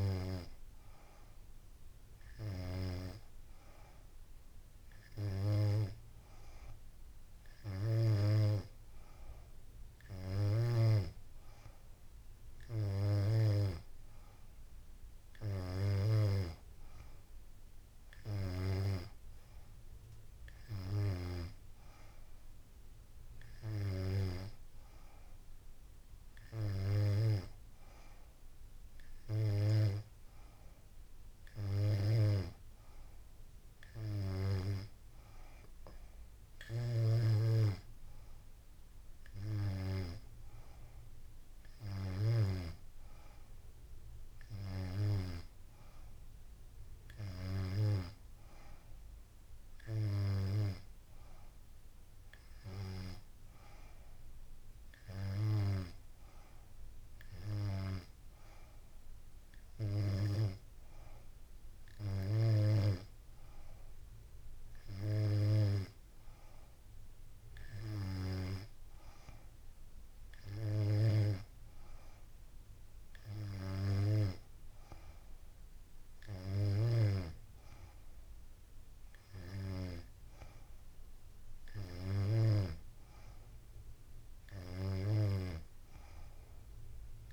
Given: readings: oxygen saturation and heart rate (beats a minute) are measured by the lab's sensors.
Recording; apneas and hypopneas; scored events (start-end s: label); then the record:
breathing in sleep by a room microphone; none
none scored
From the record:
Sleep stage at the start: N3 (deep sleep); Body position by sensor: on the back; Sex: female